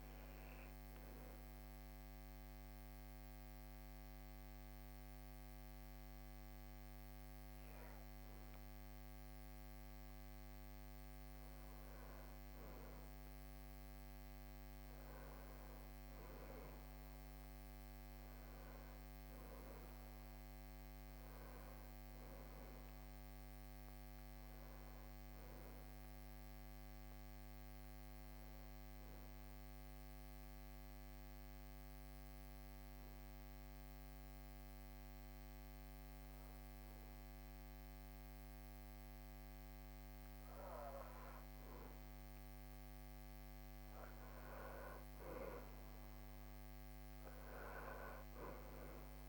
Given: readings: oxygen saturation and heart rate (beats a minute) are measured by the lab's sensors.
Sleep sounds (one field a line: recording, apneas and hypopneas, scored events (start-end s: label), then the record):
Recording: breathing in sleep, hard to hear, by a microphone on the trachea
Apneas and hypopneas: 2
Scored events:
1.00-11.00 s: obstructive apnea (oxygen 99% before, 95% lowest, heart rate 64 before, 63 extreme, up 3 after)
13.50-18.50 s: arousal
29.00-42.00 s: obstructive apnea (oxygen 98% before, 95% lowest, heart rate 65 before, 62 extreme, up 4 after)
44.00-48.00 s: arousal
From the record:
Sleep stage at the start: N2 (light sleep)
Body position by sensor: on the back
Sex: male